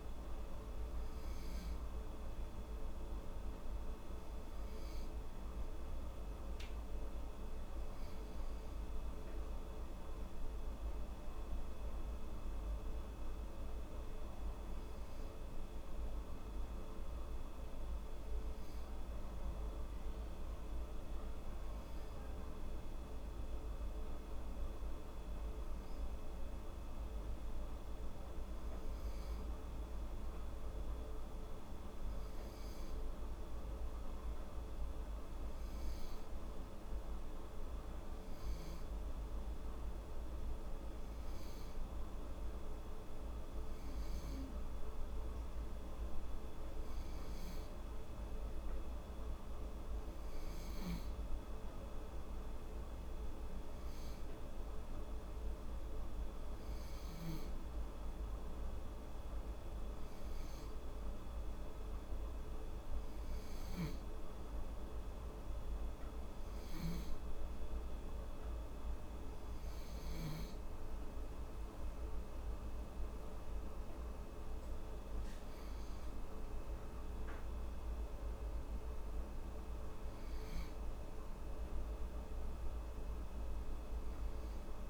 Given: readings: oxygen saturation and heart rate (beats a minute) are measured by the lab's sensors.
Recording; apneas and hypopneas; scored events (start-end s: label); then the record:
breathing in sleep, hard to hear, by a room microphone; none
none scored
From the record:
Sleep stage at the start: N2 (light sleep); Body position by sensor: on the back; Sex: female